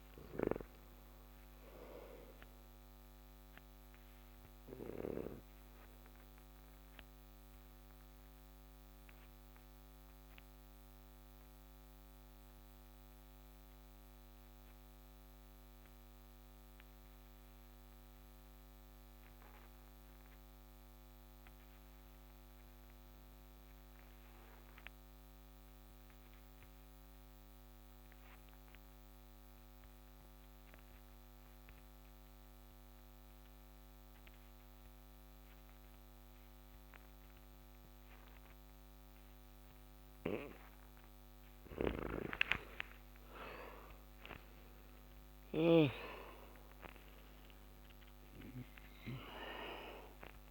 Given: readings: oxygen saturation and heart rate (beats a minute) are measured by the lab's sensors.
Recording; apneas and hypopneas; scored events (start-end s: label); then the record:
breathing in sleep by a microphone on the trachea; 1
0.00-21.50 s: oxygen desaturation (device-marked, oxygen 81% lowest)
4.50-40.00 s: mixed apnea (oxygen 98% before, 78% lowest)
26.50-50.50 s: new sleep stage, REM sleep
33.50-50.50 s: oxygen desaturation (device-marked, oxygen 98% before, 78% lowest)
41.50-45.50 s: snoring (device-marked)
42.00-46.00 s: arousal
From the record:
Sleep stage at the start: N2 (light sleep); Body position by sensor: on the back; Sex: male